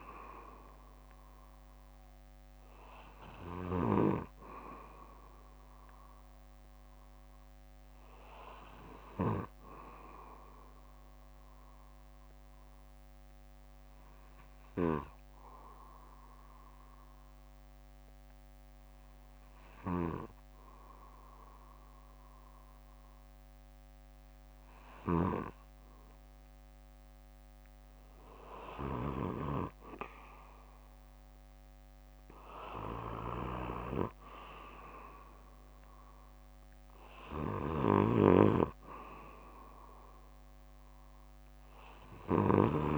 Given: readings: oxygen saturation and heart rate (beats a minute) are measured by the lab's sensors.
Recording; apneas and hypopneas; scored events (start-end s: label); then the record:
breathing in sleep by a microphone on the trachea; 1
9.50-11.50 s: bradycardia (device-marked, heart rate 61 before, 60 extreme)
11.50-24.00 s: obstructive apnea (oxygen 96% before, 93% lowest, heart rate 61 before, 57 extreme, up 8 after)
18.50-22.50 s: bradycardia (device-marked, heart rate 61 before, 59 extreme)
25.50-27.50 s: bradycardia (device-marked, heart rate 61 before, 64 extreme)
29.50-31.50 s: bradycardia (device-marked, heart rate 61 before, 58 extreme)
33.50-35.50 s: bradycardia (device-marked, heart rate 61 before, 59 extreme)
41.50-42.98 s: bradycardia (device-marked, heart rate 61 before, 59 extreme)
From the record:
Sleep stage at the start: N2 (light sleep); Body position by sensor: on the back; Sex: male